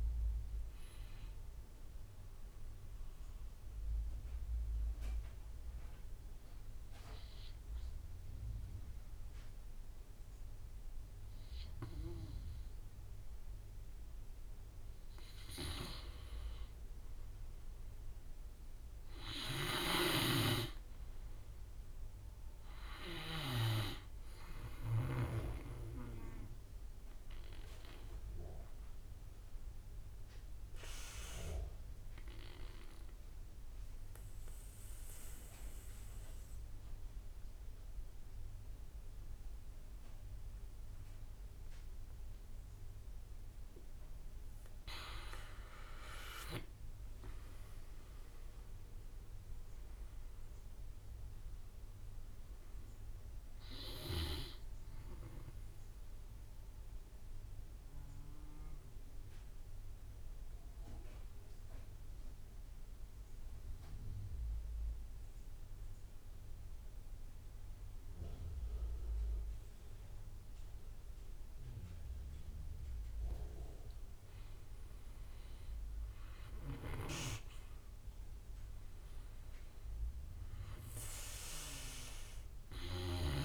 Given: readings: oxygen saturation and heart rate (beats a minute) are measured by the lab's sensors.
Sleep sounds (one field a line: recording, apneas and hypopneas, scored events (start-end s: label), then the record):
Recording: breathing in sleep by a room microphone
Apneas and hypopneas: 3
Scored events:
0.00-1.00 s: arousal
0.00-9.00 s: drop in pulse transit time (device-marked, heart rate 47 extreme)
3.00-13.50 s: obstructive apnea (oxygen 97% before, 88% lowest, heart rate 61 before, 48 extreme, up 9 after)
16.00-19.50 s: arousal
19.50-23.00 s: snoring (device-marked)
24.00-36.00 s: oxygen desaturation (device-marked, oxygen 98% before, 88% lowest, heart rate 53 before, 45 extreme)
27.00-43.00 s: obstructive apnea (oxygen 98% before, 88% lowest, heart rate 52 before, 43 extreme, up 16 after)
43.00-66.00 s: oxygen desaturation (device-marked, oxygen 97% before, 90% lowest, heart rate 54 before, 43 extreme)
44.00-47.50 s: arousal
47.00-61.00 s: drop in pulse transit time (device-marked, heart rate 55 before, 43 extreme)
56.50-72.50 s: mixed apnea (oxygen 97% before, 89% lowest, heart rate 59 before, 44 extreme, up 11 after)
74.00-77.00 s: arousal
81.00-83.45 s: oxygen desaturation (device-marked, oxygen 99% before, 89% lowest, heart rate 49 before, 48 extreme)
From the record:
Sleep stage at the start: N2 (light sleep)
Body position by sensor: on the back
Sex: male